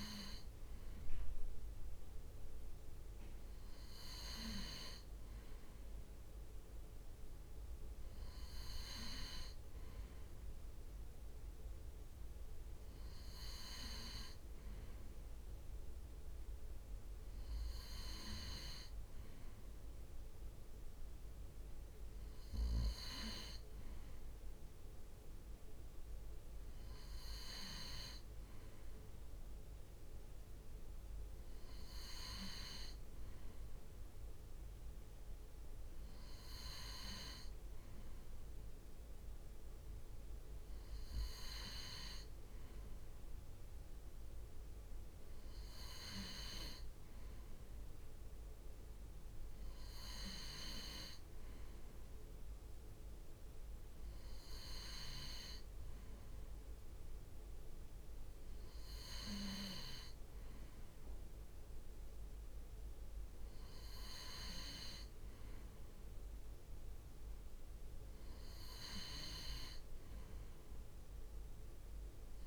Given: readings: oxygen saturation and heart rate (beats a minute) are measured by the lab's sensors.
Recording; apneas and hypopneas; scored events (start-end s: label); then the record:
breathing in sleep by a room microphone; none
none scored
From the record:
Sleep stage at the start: N2 (light sleep); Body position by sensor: on the right side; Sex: male